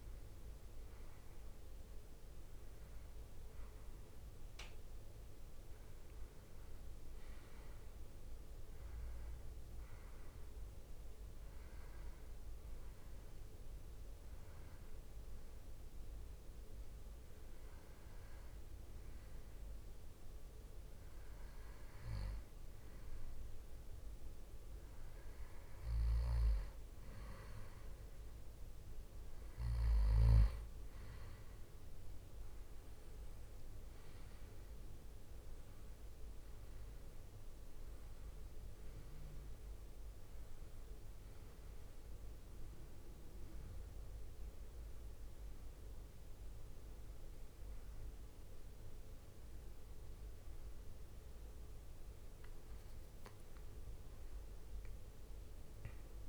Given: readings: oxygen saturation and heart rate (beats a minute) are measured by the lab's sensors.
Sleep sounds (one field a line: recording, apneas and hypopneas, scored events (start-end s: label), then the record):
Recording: breathing in sleep, hard to hear, by a room microphone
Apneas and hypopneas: 1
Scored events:
12.50-25.00 s: hypopnea (oxygen 97% before, 95% lowest, heart rate 65 before, 61 extreme, up 8 after)
31.50-37.50 s: arousal
34.50-45.50 s: drop in pulse transit time (device-marked, heart rate 65 before, 71 extreme)
From the record:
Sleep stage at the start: N2 (light sleep)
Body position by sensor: on the back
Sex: male